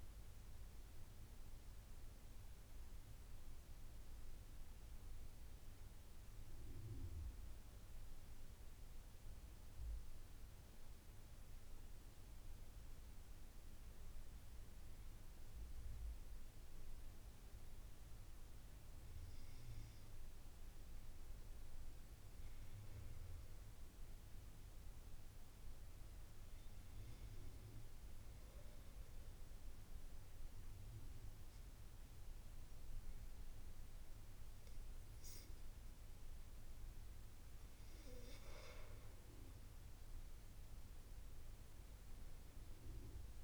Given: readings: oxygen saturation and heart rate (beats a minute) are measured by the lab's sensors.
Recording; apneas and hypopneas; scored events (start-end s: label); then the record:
breathing in sleep, hard to hear, by a room microphone; 2
0.00-12.00 s: oxygen desaturation (device-marked, oxygen 88% lowest, heart rate 72 extreme)
4.50-14.50 s: central apnea (oxygen 95% before, 88% lowest, heart rate 86 before, 72 extreme, up 10 after)
17.00-20.00 s: arousal
27.00-39.00 s: obstructive apnea (oxygen 97% before, 89% lowest, heart rate 79 before, 76 extreme, up 11 after)
28.00-38.00 s: oxygen desaturation (device-marked, oxygen 97% before, 92% lowest, heart rate 79 before, 76 extreme)
40.50-43.44 s: arousal
From the record:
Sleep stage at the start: N2 (light sleep); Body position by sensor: on the back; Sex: male